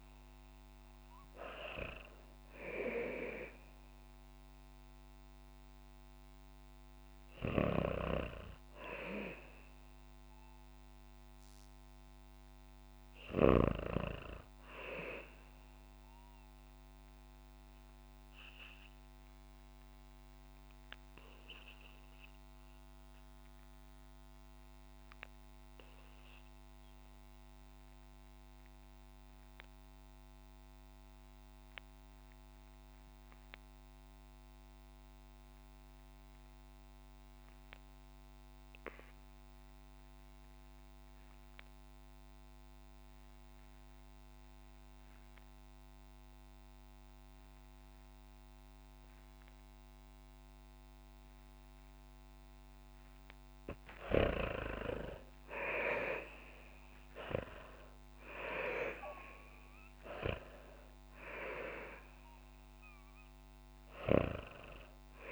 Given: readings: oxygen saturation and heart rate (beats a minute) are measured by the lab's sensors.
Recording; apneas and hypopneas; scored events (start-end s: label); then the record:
breathing in sleep by a microphone on the trachea; 1
0.00-18.50 s: oxygen desaturation (device-marked, oxygen 78% lowest, heart rate 53 extreme)
16.50-52.00 s: obstructive apnea (oxygen 92% before, 75% lowest, heart rate 64 before, 53 extreme, up 26 after)
37.50-65.32 s: oxygen desaturation (device-marked, oxygen 98% before, 75% lowest, heart rate 58 before, 53 extreme)
54.00-57.50 s: arousal
From the record:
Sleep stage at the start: REM sleep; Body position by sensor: on the back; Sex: female